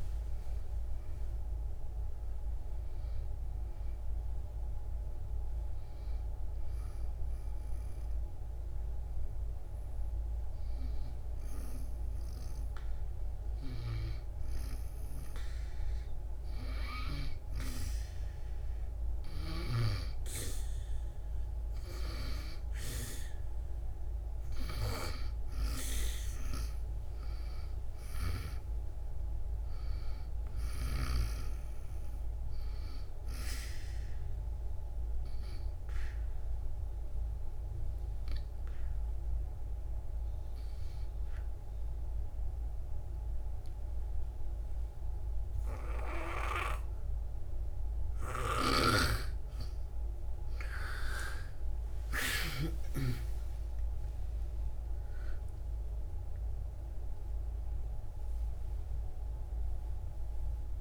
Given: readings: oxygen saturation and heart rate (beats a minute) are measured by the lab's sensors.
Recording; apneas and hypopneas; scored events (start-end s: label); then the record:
breathing in sleep by a room microphone; 2
0.00-3.00 s: arousal
9.00-20.50 s: hypopnea (oxygen 97% before, 91% lowest, heart rate 79 before, 66 extreme, up 6 after)
23.00-26.50 s: arousal
23.50-43.50 s: oxygen desaturation (device-marked, oxygen 96% before, 93% lowest, heart rate 68 before, 26 extreme)
35.00-48.50 s: obstructive apnea (oxygen 97% before, 91% lowest, heart rate 71 before, 26 extreme, up 8 after)
52.50-60.81 s: oxygen desaturation (device-marked, oxygen 96% before, 91% lowest, heart rate 70 before, 26 extreme)
58.50-60.81 s: new sleep stage, awake
From the record:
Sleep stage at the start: N2 (light sleep); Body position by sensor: on the back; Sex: female